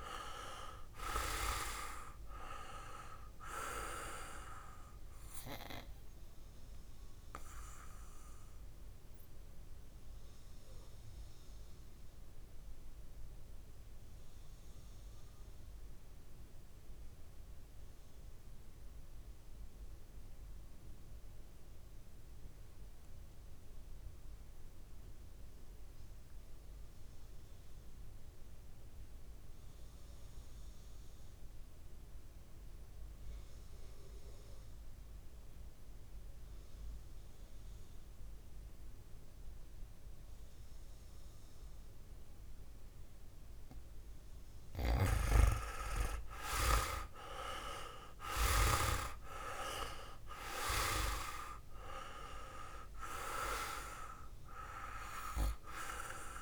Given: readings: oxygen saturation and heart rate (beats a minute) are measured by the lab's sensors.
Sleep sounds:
breathing in sleep by a room microphone; 1
0.00-1.00 s: arousal
0.00-21.50 s: oxygen desaturation (device-marked, oxygen 86% lowest, heart rate 50 extreme)
7.00-44.00 s: obstructive apnea (oxygen 100% before, 85% lowest, heart rate 62 before, 49 extreme, up 10 after)
38.50-56.42 s: oxygen desaturation (device-marked, oxygen 98% before, 87% lowest, heart rate 61 before, 49 extreme)
46.50-50.00 s: arousal
46.50-56.42 s: new sleep stage, REM sleep
From the record:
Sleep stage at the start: N2 (light sleep); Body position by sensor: on the back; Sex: male

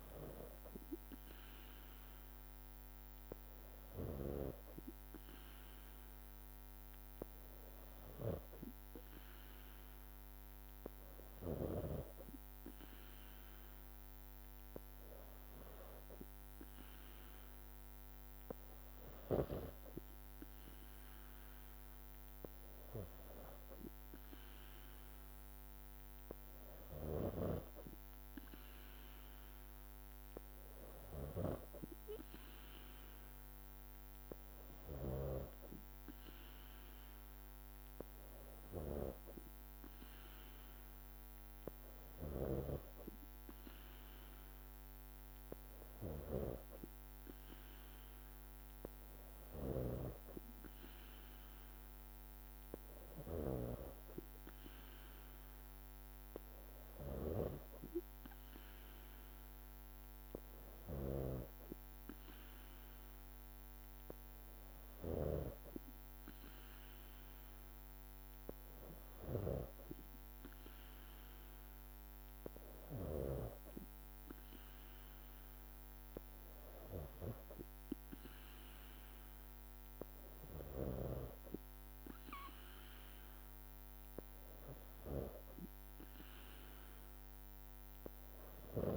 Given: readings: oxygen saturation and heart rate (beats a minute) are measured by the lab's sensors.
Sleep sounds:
breathing in sleep by a microphone on the trachea; none
23.50-25.50 s: long interval between heartbeats (device-marked, heart rate 57 before, 66 extreme)
From the record:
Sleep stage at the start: N3 (deep sleep); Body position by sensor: on the back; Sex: female

